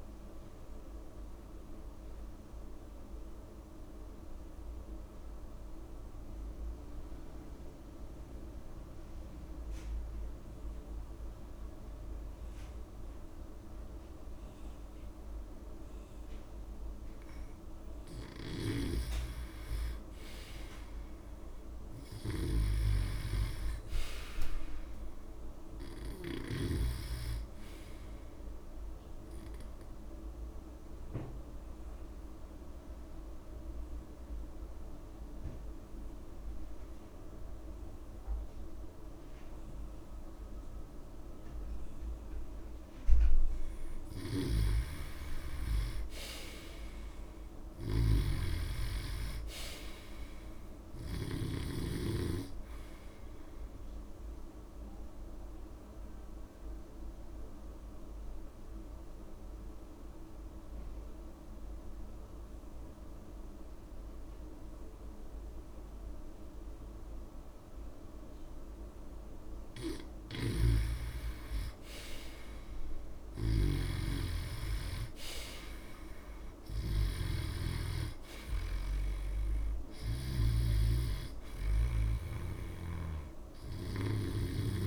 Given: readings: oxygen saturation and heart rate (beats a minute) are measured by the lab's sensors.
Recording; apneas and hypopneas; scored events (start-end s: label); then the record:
breathing in sleep by a room microphone; 3
0.00-11.00 s: oxygen desaturation (device-marked, oxygen 87% lowest)
0.50-17.50 s: obstructive apnea (oxygen 98% before, 87% lowest)
20.00-23.00 s: arousal
25.00-44.00 s: oxygen desaturation (device-marked, oxygen 98% before, 90% lowest)
30.00-44.00 s: obstructive apnea (oxygen 98% before, 88% lowest)
46.00-49.00 s: arousal
46.00-66.00 s: oxygen desaturation (device-marked, oxygen 96% before, 88% lowest)
48.00-52.00 s: snoring (device-marked)
55.00-70.00 s: obstructive apnea (oxygen 96% before, 88% lowest)
71.50-75.00 s: arousal
73.00-84.87 s: oxygen desaturation (device-marked, oxygen 97% before, 89% lowest)
77.50-81.00 s: snoring (device-marked)
From the record:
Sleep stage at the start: N2 (light sleep); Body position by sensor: on the back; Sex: male